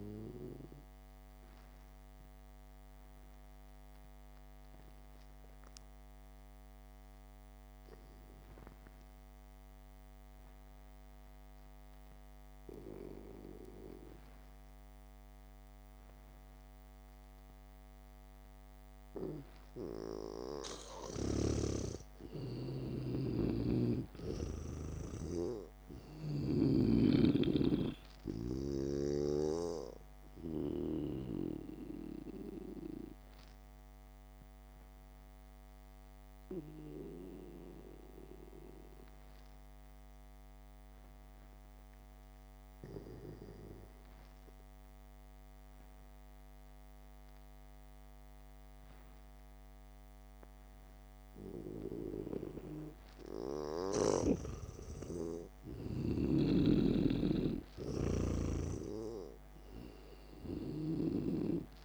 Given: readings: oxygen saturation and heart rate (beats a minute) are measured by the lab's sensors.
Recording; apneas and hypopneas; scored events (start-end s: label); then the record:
breathing in sleep by a microphone on the trachea; 2
0.00-5.50 s: oxygen desaturation (device-marked, oxygen 92% lowest, heart rate 58 extreme)
2.00-20.50 s: obstructive apnea (oxygen 96% before, 90% lowest, heart rate 62 before, 57 extreme, up 0 after)
22.50-25.00 s: arousal
32.50-50.50 s: oxygen desaturation (device-marked, oxygen 97% before, 90% lowest, heart rate 65 before, 57 extreme)
35.50-51.50 s: hypopnea (oxygen 99% before, 90% lowest, heart rate 63 before, 57 extreme, up 0 after)
56.50-59.00 s: arousal
57.00-61.85 s: snoring (device-marked)
58.50-61.85 s: oxygen desaturation (device-marked, oxygen 97% before, 93% lowest, heart rate 65 before, 55 extreme)
From the record:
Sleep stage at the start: N2 (light sleep); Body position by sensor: on the back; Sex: male